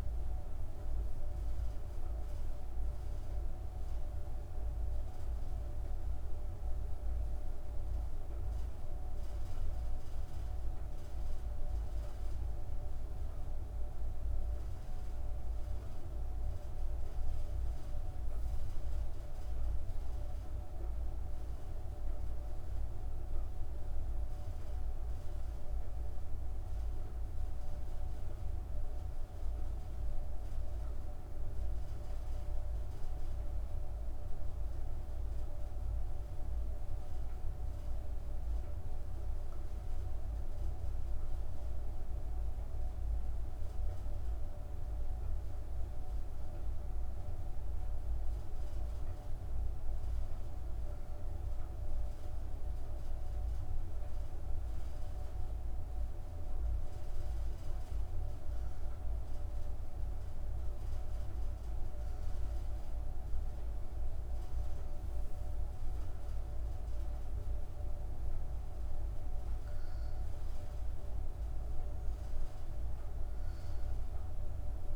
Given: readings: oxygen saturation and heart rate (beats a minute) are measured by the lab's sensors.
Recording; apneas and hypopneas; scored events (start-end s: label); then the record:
breathing in sleep, hard to hear, by a room microphone; 1
3.00-37.50 s: hypopnea (oxygen 96% before, 94% lowest, heart rate 64 before, 39 extreme)
29.50-51.50 s: oxygen desaturation (device-marked, oxygen 97% before, 94% lowest, heart rate 105 before, 39 extreme)
39.50-43.50 s: arousal
From the record:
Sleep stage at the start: N2 (light sleep); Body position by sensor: on the back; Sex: female